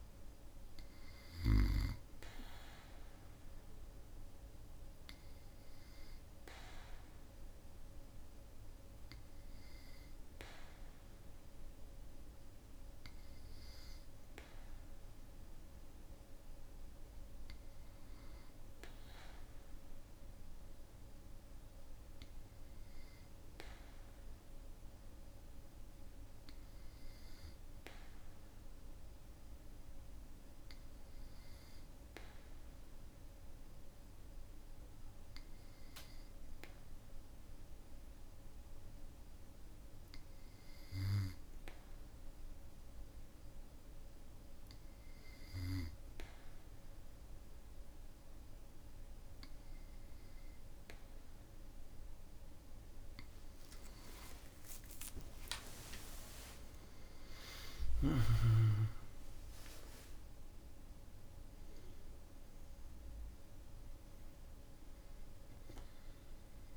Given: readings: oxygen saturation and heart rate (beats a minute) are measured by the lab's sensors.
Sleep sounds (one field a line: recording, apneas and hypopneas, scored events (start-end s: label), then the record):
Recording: breathing in sleep by a room microphone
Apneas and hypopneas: 1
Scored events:
25.50-49.50 s: hypopnea (oxygen 97% before, 95% lowest, heart rate 56 before, 54 extreme, up 18 after)
54.00-56.00 s: long interval between heartbeats (device-marked, heart rate 55 before, 68 extreme)
From the record:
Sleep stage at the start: N2 (light sleep)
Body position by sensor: on the back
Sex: male